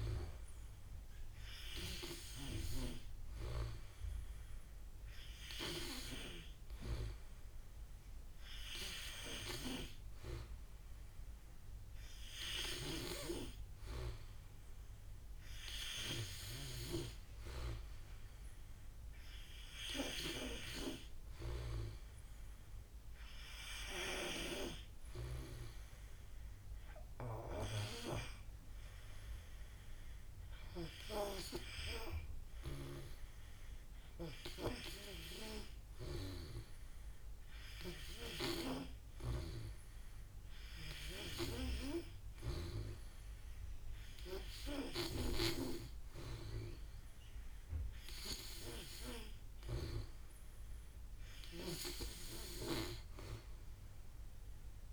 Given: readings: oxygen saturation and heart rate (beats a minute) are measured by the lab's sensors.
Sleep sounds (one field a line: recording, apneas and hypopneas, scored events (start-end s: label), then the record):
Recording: breathing in sleep by a room microphone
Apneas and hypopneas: none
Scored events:
none scored
From the record:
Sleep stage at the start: N3 (deep sleep)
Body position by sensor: on the back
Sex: male